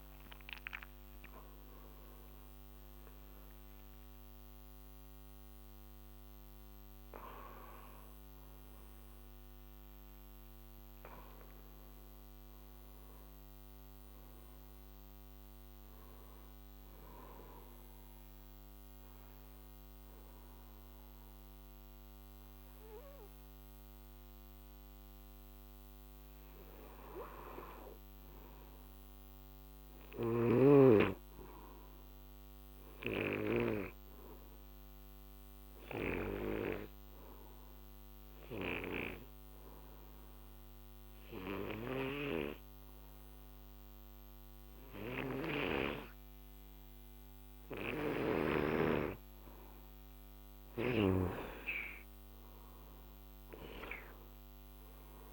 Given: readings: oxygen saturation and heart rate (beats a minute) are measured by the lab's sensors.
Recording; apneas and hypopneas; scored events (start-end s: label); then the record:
breathing in sleep by a microphone on the trachea; 1
0.00-4.00 s: arousal
1.00-26.00 s: oxygen desaturation (device-marked, oxygen 98% before, 90% lowest, heart rate 64 before, 49 extreme)
27.00-30.50 s: arousal
33.50-49.00 s: obstructive apnea (oxygen 98% before, 87% lowest, heart rate 61 before, 46 extreme, up 19 after)
38.00-48.00 s: oxygen desaturation (device-marked, oxygen 98% before, 93% lowest, heart rate 55 before, 46 extreme)
50.00-55.33 s: oxygen desaturation (device-marked, oxygen 95% before, 87% lowest, heart rate 54 before, 46 extreme)
51.50-55.33 s: arousal
From the record:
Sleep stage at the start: N2 (light sleep); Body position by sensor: on the back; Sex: male